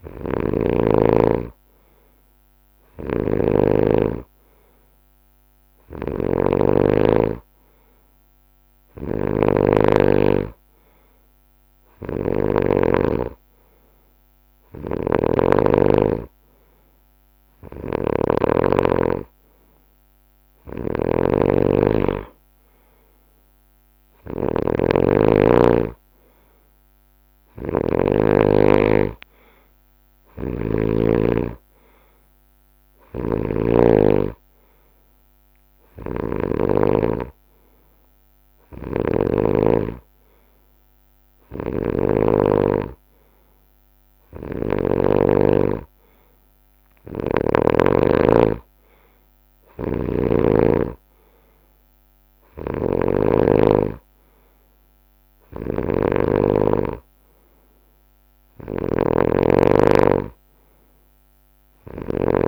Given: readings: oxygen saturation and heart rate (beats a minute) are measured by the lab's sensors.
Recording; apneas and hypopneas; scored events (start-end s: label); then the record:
breathing in sleep by a microphone on the trachea; none
0.00-12.50 s: snoring (device-marked)
14.50-18.50 s: snoring (device-marked)
20.50-28.00 s: snoring (device-marked)
25.50-36.50 s: drop in pulse transit time (device-marked, heart rate 69 before, 70 extreme)
30.00-39.50 s: snoring (device-marked)
41.50-45.00 s: snoring (device-marked)
47.50-56.50 s: drop in pulse transit time (device-marked, heart rate 70 before, 70 extreme)
49.50-62.48 s: snoring (device-marked)
From the record:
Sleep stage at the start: N2 (light sleep); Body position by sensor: on the right side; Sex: male